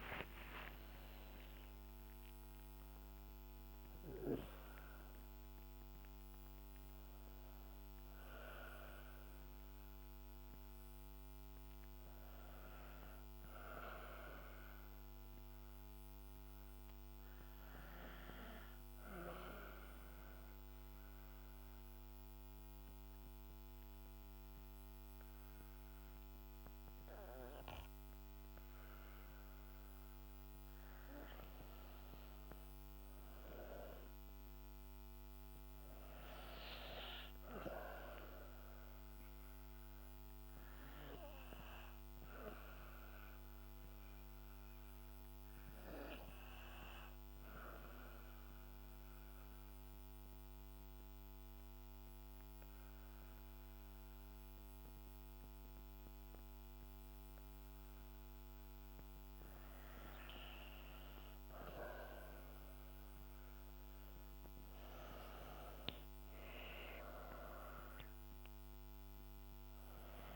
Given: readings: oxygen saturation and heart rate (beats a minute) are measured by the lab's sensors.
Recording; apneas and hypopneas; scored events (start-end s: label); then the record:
breathing in sleep by a microphone on the trachea; 2
0.00-1.00 s: arousal
0.00-18.50 s: oxygen desaturation (device-marked, oxygen 88% lowest, heart rate 62 extreme)
17.50-30.00 s: obstructive apnea (oxygen 96% before, 87% lowest, heart rate 70 before, 63 extreme, up 5 after)
32.50-36.00 s: arousal
33.50-51.50 s: oxygen desaturation (device-marked, oxygen 98% before, 90% lowest, heart rate 65 before, 62 extreme)
47.00-59.50 s: obstructive apnea (oxygen 98% before, 87% lowest, heart rate 66 before, 61 extreme, up 8 after)
61.50-65.00 s: arousal
66.50-70.36 s: oxygen desaturation (device-marked, oxygen 96% before, 87% lowest, heart rate 65 before, 61 extreme)
From the record:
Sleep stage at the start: N2 (light sleep); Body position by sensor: on the back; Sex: female